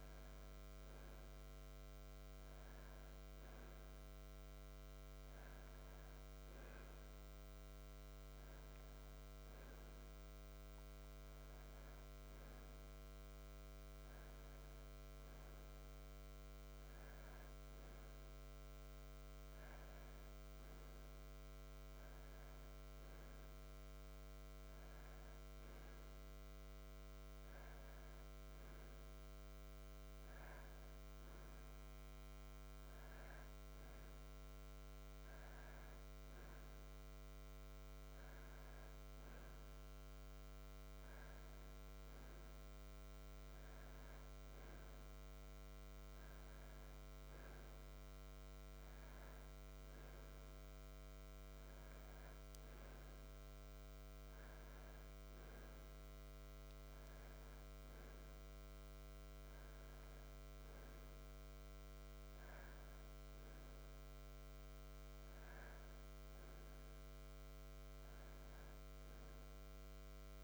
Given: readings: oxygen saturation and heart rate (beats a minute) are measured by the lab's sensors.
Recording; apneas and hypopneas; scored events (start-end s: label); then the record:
breathing in sleep, hard to hear, by a microphone on the trachea; none
65.50-70.44 s: new sleep stage, N1 (lightest sleep)
From the record:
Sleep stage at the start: N2 (light sleep); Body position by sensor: on the back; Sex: male